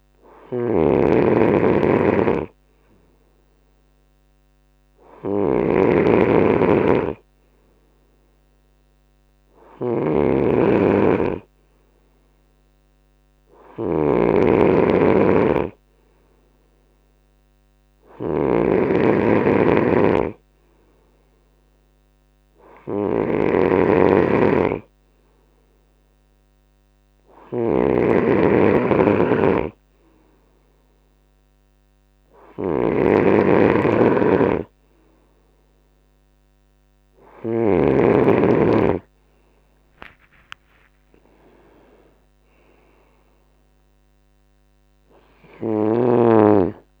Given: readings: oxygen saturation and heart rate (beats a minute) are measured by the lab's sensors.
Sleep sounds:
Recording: breathing in sleep by a microphone on the trachea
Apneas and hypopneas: none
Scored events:
0.00-37.00 s: snoring (device-marked)
39.00-43.50 s: arousal
39.00-47.00 s: drop in pulse transit time (device-marked, heart rate 73 before, 71 extreme)
39.50-41.50 s: long interval between heartbeats (device-marked, heart rate 73 before, 91 extreme)
45.00-47.00 s: snoring (device-marked)
From the record:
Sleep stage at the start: N2 (light sleep)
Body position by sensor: on the right side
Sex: male

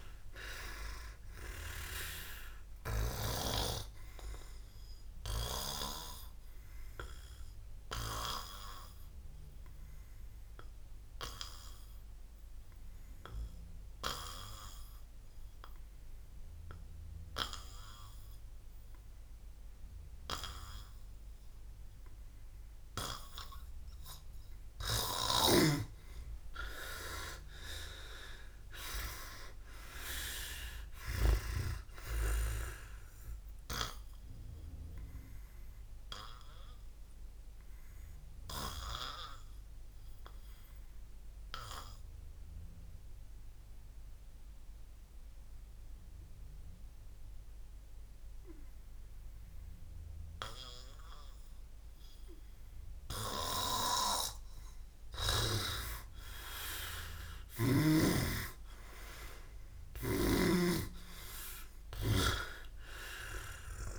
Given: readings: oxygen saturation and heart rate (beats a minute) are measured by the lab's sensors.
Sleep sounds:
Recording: breathing in sleep by a room microphone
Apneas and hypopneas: 2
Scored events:
0.00-1.00 s: arousal
4.50-24.00 s: obstructive apnea (oxygen 100% before, 92% lowest, heart rate 80 before, 29 extreme)
24.50-29.50 s: oxygen desaturation (device-marked, oxygen 99% before, 95% lowest, heart rate 54 before, 57 extreme)
25.50-31.50 s: snoring (device-marked)
27.50-31.00 s: arousal
34.50-44.50 s: oxygen desaturation (device-marked, oxygen 98% before, 95% lowest, heart rate 67 before, 57 extreme)
34.50-54.50 s: obstructive apnea (oxygen 100% before, 91% lowest, heart rate 67 before, 54 extreme)
50.50-60.50 s: oxygen desaturation (device-marked, oxygen 96% before, 92% lowest, heart rate 79 before, 49 extreme)
57.00-61.00 s: arousal
62.50-63.99 s: oxygen desaturation (device-marked, oxygen 98% before, 93% lowest, heart rate 85 before, 48 extreme)
From the record:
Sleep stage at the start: N2 (light sleep)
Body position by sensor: on the back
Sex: male

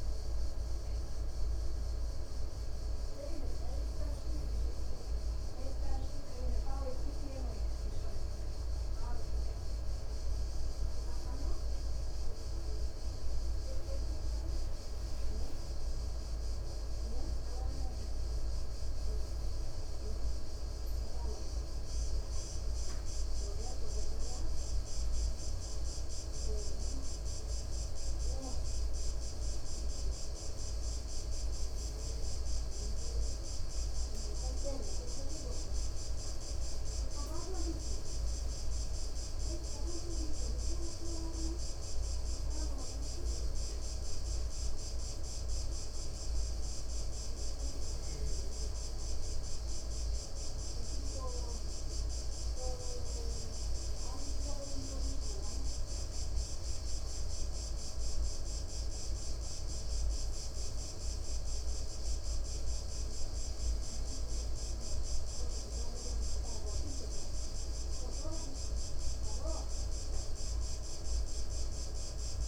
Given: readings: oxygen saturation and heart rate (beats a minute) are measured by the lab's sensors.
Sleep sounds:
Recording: breathing in sleep, hard to hear, by a room microphone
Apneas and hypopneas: 3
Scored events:
0.50-12.00 s: hypopnea (oxygen 97% before, 95% lowest, heart rate 63 before, 61 extreme, up 2 after)
12.50-17.50 s: arousal
12.50-72.48 s: new sleep stage, N2 (light sleep)
25.00-35.50 s: hypopnea (oxygen 97% before, 95% lowest, heart rate 64 before, 59 extreme, up 5 after)
37.50-42.00 s: arousal
43.50-54.00 s: hypopnea (oxygen 97% before, 95% lowest, heart rate 63 before, 60 extreme, up 5 after)
56.00-60.00 s: arousal
From the record:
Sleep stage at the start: N1 (lightest sleep)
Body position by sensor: on the right side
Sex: male

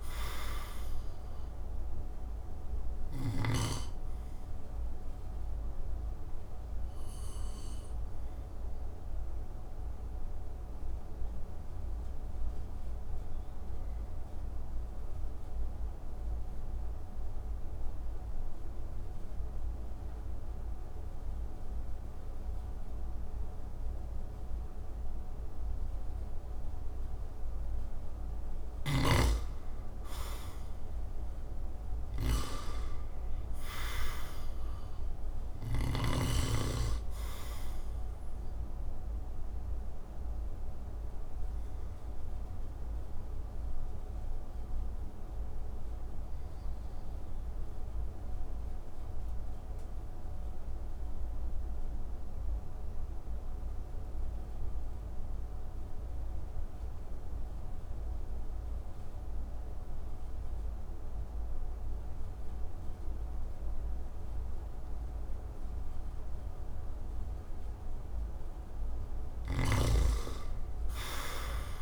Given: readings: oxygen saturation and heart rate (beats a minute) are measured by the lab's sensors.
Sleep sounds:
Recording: breathing in sleep by a room microphone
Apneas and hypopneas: 2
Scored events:
0.00-3.00 s: snoring (device-marked)
0.00-19.50 s: oxygen desaturation (device-marked, oxygen 83% lowest)
1.50-27.00 s: obstructive apnea (oxygen 98% before, 83% lowest)
28.00-35.50 s: snoring (device-marked)
29.00-31.50 s: arousal
29.50-55.50 s: oxygen desaturation (device-marked, oxygen 97% before, 83% lowest)
40.50-67.50 s: obstructive apnea (oxygen 97% before, 80% lowest)
68.50-71.82 s: oxygen desaturation (device-marked, oxygen 97% before, 80% lowest)
69.00-71.82 s: snoring (device-marked)
From the record:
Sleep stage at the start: N2 (light sleep)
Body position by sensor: on the back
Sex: male

